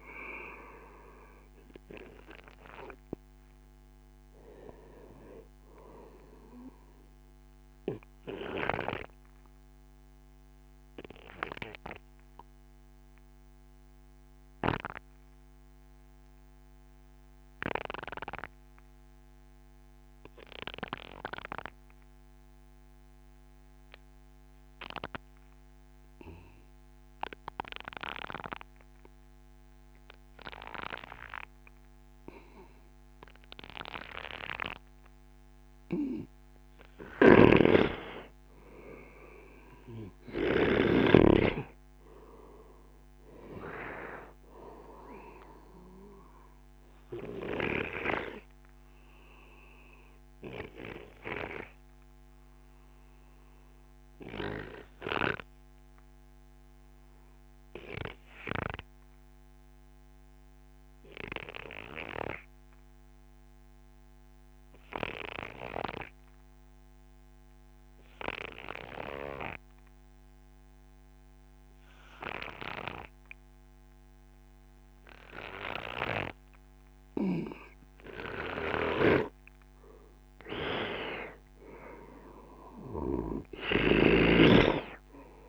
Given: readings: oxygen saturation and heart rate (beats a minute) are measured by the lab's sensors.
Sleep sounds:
breathing in sleep by a microphone on the trachea; 2
8.00-30.50 s: obstructive apnea (oxygen 98% before, 93% lowest, heart rate 52 before, 53 extreme, up 10 after)
37.00-40.50 s: snoring (device-marked)
38.50-43.00 s: arousal
48.00-77.50 s: obstructive apnea (oxygen 97% before, 93% lowest, heart rate 65 before, 44 extreme, up 16 after)
78.50-85.49 s: oxygen desaturation (device-marked, oxygen 97% before, 93% lowest, heart rate 63 before, 53 extreme)
78.50-85.49 s: snoring (device-marked)
79.00-83.00 s: arousal
From the record:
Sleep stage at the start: N2 (light sleep); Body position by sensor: on the right side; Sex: male

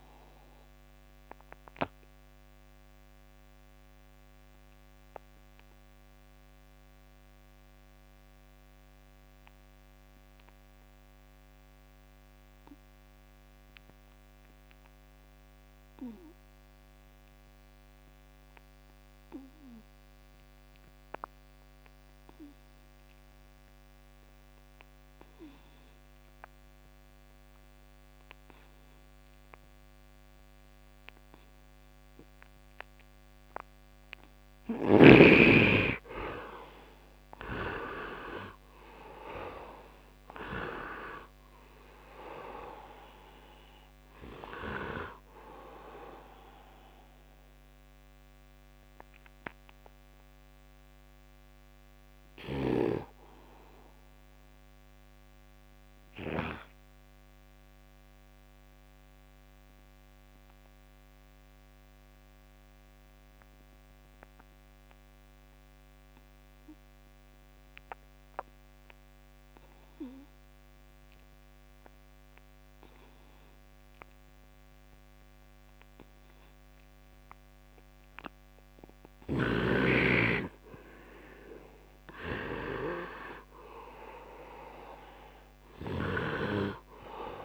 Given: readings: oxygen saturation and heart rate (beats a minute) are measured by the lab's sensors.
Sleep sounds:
breathing in sleep by a microphone on the trachea; 2
0.00-22.00 s: oxygen desaturation (device-marked, oxygen 66% lowest, heart rate 59 extreme)
0.50-33.50 s: obstructive apnea (oxygen 100% before, 64% lowest, heart rate 79 before, 59 extreme, up 9 after)
27.00-64.00 s: oxygen desaturation (device-marked, oxygen 97% before, 64% lowest, heart rate 69 before, 69 extreme)
35.00-39.00 s: arousal
49.50-78.50 s: obstructive apnea (oxygen 97% before, 64% lowest, heart rate 81 before, 68 extreme, up 7 after)
72.00-87.45 s: oxygen desaturation (device-marked, oxygen 100% before, 68% lowest, heart rate 73 before, 68 extreme)
80.50-84.50 s: arousal
From the record:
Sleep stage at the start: N2 (light sleep); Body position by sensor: on the right side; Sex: male

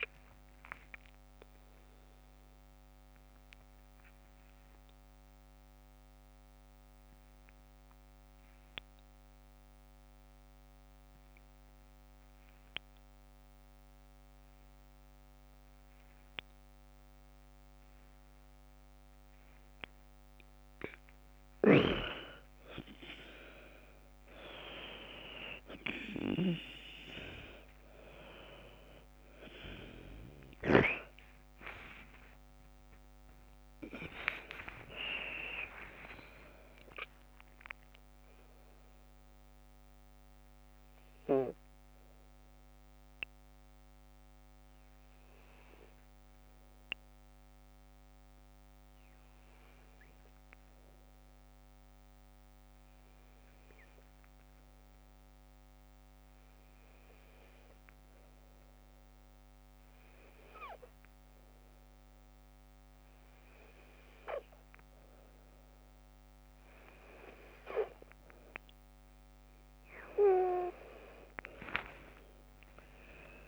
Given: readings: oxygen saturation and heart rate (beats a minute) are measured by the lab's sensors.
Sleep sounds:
breathing in sleep by a microphone on the trachea; 2
0.50-10.50 s: oxygen desaturation (device-marked, oxygen 96% before, 93% lowest, heart rate 55 before, 50 extreme)
1.00-19.50 s: obstructive apnea (oxygen 96% before, 91% lowest, heart rate 55 before, 50 extreme, up 4 after)
25.50-55.50 s: oxygen desaturation (device-marked, oxygen 97% before, 91% lowest, heart rate 52 before, 47 extreme)
31.00-35.50 s: arousal
41.00-61.50 s: hypopnea (oxygen 97% before, 91% lowest, heart rate 57 before, 47 extreme, up 3 after)
71.50-73.48 s: arousal
From the record:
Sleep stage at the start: N2 (light sleep); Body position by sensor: on the left side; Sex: female

